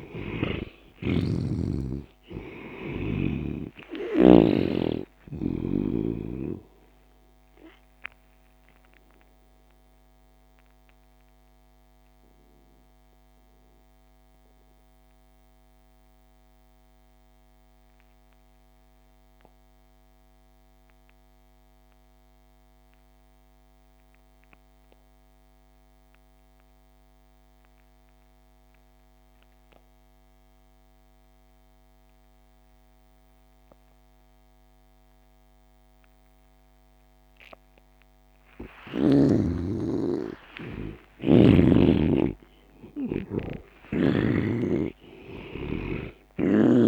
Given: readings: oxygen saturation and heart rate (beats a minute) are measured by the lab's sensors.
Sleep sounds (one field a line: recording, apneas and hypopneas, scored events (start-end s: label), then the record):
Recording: breathing in sleep by a microphone on the trachea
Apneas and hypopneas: 1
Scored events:
0.00-4.50 s: snoring (device-marked)
0.00-19.50 s: oxygen desaturation (device-marked, oxygen 75% lowest)
8.50-37.50 s: mixed apnea (oxygen 98% before, 75% lowest)
32.50-46.88 s: oxygen desaturation (device-marked, oxygen 99% before, 78% lowest)
39.50-45.00 s: arousal
43.50-46.88 s: snoring (device-marked)
From the record:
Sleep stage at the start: N2 (light sleep)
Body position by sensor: on the back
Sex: male